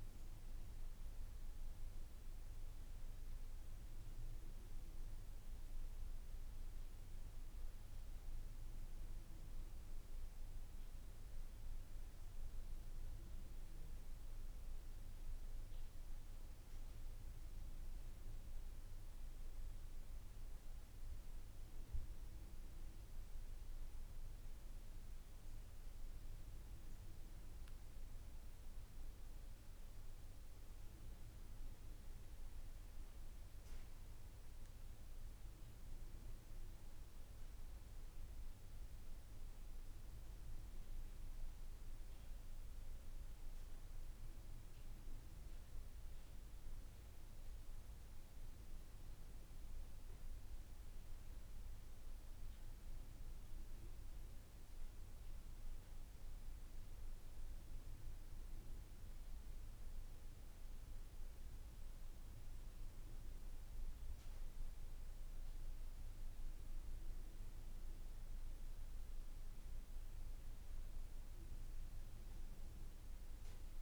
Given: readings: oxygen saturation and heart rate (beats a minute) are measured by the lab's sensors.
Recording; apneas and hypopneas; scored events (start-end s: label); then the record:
breathing in sleep, hard to hear, by a room microphone; 1
17.50-31.50 s: hypopnea (oxygen 98% before, 94% lowest, heart rate 62 before, 59 extreme, up 6 after)
From the record:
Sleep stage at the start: N1 (lightest sleep); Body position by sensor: on the back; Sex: male